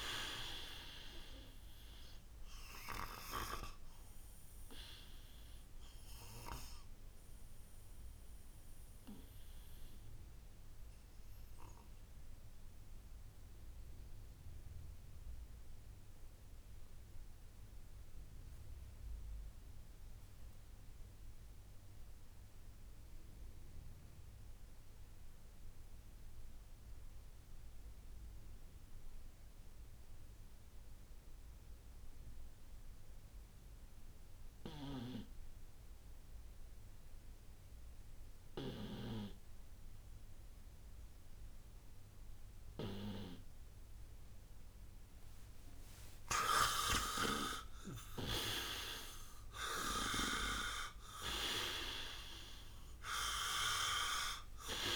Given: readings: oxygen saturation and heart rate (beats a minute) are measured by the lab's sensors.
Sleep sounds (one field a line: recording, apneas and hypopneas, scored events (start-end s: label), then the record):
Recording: breathing in sleep by a room microphone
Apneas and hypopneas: 1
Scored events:
0.00-21.00 s: oxygen desaturation (device-marked, oxygen 88% lowest, heart rate 57 extreme)
2.50-46.50 s: obstructive apnea (oxygen 98% before, 82% lowest, heart rate 81 before, 57 extreme, up 16 after)
34.00-54.96 s: oxygen desaturation (device-marked, oxygen 98% before, 82% lowest, heart rate 59 before, 56 extreme)
48.00-52.50 s: arousal
From the record:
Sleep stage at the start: N2 (light sleep)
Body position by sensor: on the right side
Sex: male